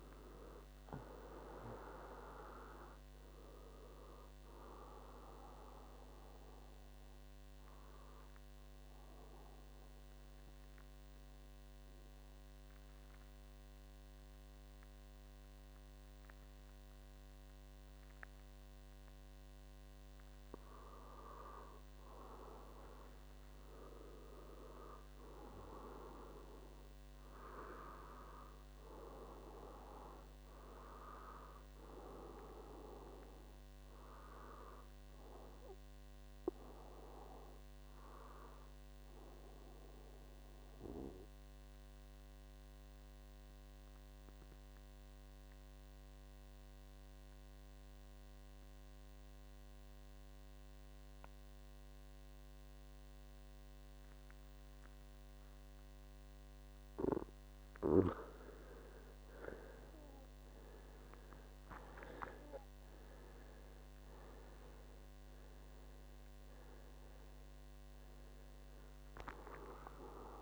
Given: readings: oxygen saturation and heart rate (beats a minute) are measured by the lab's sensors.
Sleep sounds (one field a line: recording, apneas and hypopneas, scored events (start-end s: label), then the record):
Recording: breathing in sleep by a microphone on the trachea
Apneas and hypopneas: 2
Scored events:
0.00-17.50 s: oxygen desaturation (device-marked, oxygen 90% lowest, heart rate 64 extreme)
8.00-22.00 s: obstructive apnea (oxygen 97% before, 90% lowest, heart rate 73 before, 64 extreme, up 7 after)
24.50-28.50 s: arousal
40.50-58.50 s: mixed apnea (oxygen 98% before, 92% lowest, heart rate 70 before, 59 extreme, up 18 after)
59.50-70.42 s: oxygen desaturation (device-marked, oxygen 97% before, 92% lowest, heart rate 63 before, 59 extreme)
60.00-63.00 s: arousal
60.50-62.50 s: long interval between heartbeats (device-marked, heart rate 63 before, 69 extreme)
From the record:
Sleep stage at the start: N2 (light sleep)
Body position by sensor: on the right side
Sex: male